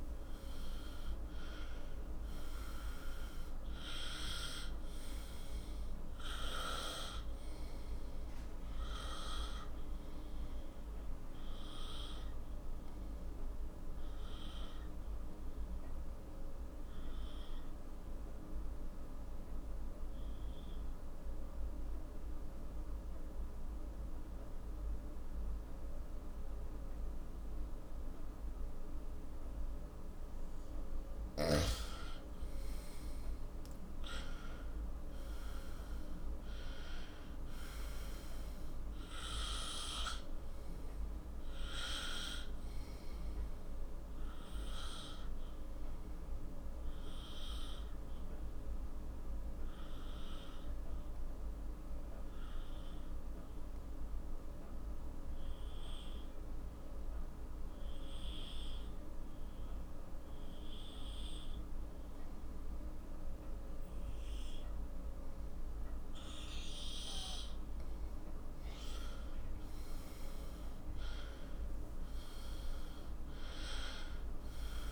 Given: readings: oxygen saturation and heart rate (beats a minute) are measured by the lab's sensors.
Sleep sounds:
breathing in sleep by a room microphone; 2
0.00-3.00 s: arousal
3.50-20.50 s: oxygen desaturation (device-marked, oxygen 98% before, 91% lowest, heart rate 51 before, 41 extreme)
9.00-31.00 s: obstructive apnea (oxygen 98% before, 91% lowest, heart rate 54 before, 41 extreme, up 15 after)
32.50-36.50 s: arousal
34.50-58.50 s: oxygen desaturation (device-marked, oxygen 97% before, 92% lowest, heart rate 47 before, 42 extreme)
44.50-66.00 s: obstructive apnea (oxygen 97% before, 91% lowest, heart rate 54 before, 45 extreme, up 13 after)
67.50-74.92 s: oxygen desaturation (device-marked, oxygen 97% before, 92% lowest, heart rate 47 before, 45 extreme)
71.00-74.92 s: arousal
From the record:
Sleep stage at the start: N2 (light sleep); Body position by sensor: on the right side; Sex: male

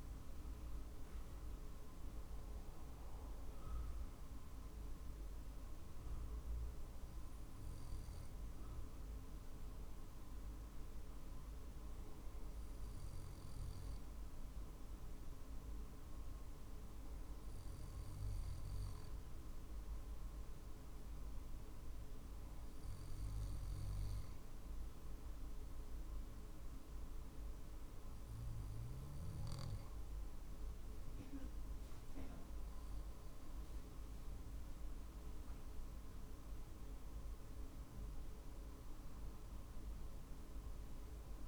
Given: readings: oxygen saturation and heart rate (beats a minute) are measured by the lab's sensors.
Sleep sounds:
breathing in sleep, hard to hear, by a room microphone; 1
0.50-3.50 s: arousal
6.00-30.50 s: obstructive apnea (oxygen 96% before, 93% lowest, heart rate 48 before, 46 extreme, up 3 after)
32.00-35.00 s: arousal
37.00-41.48 s: drop in pulse transit time (device-marked, heart rate 48 before, 47 extreme)
From the record:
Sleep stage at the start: N2 (light sleep); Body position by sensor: on the back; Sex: male

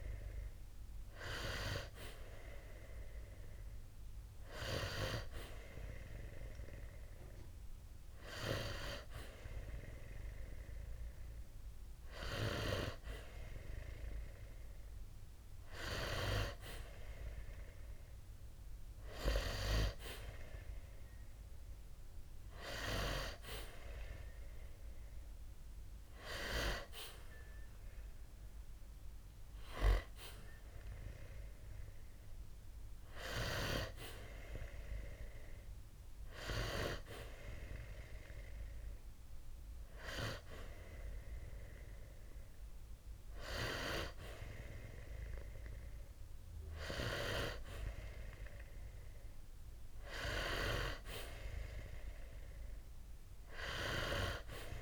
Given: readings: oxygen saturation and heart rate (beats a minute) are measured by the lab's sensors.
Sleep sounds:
breathing in sleep by a room microphone; none
0.00-10.50 s: oxygen desaturation (device-marked, oxygen 88% lowest, heart rate 61 extreme)
From the record:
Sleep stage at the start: N2 (light sleep); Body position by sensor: on the back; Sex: male

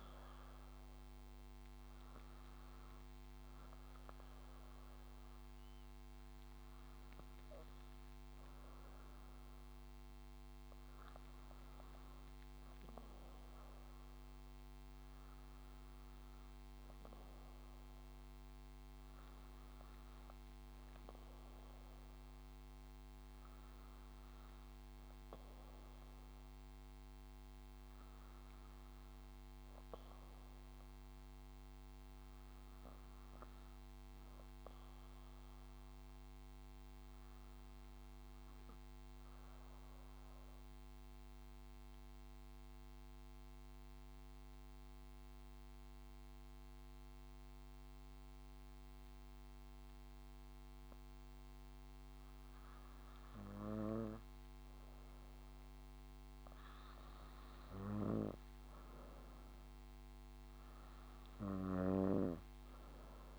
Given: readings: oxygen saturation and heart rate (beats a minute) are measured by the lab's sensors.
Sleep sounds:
breathing in sleep, hard to hear, by a microphone on the trachea; 1
0.00-7.50 s: oxygen desaturation (device-marked, oxygen 86% lowest, heart rate 63 extreme)
38.50-54.50 s: mixed apnea (oxygen 98% before, 87% lowest, heart rate 66 before, 56 extreme, up 14 after)
56.50-60.00 s: arousal
59.50-63.39 s: oxygen desaturation (device-marked, oxygen 96% before, 91% lowest, heart rate 62 before, 60 extreme)
From the record:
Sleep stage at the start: N2 (light sleep); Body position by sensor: on the back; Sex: female

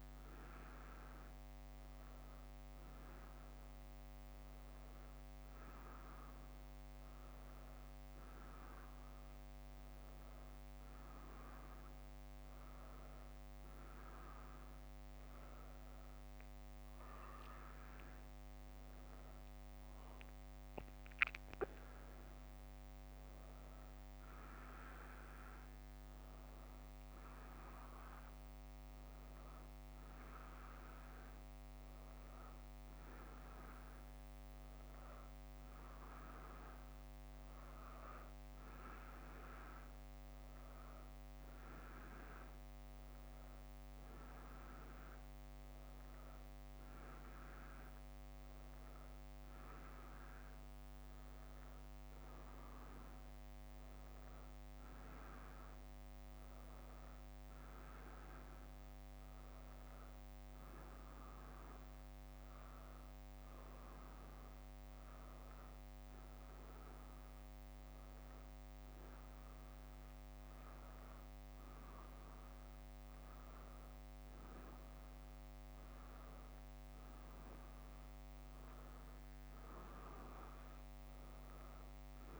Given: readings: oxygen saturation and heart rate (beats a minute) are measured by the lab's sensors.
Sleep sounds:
a person partly awake in a sleep study, hard to hear, by a microphone on the trachea; none
17.50-82.40 s: new sleep stage, N1 (lightest sleep)
From the record:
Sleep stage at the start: awake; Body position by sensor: on the back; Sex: female

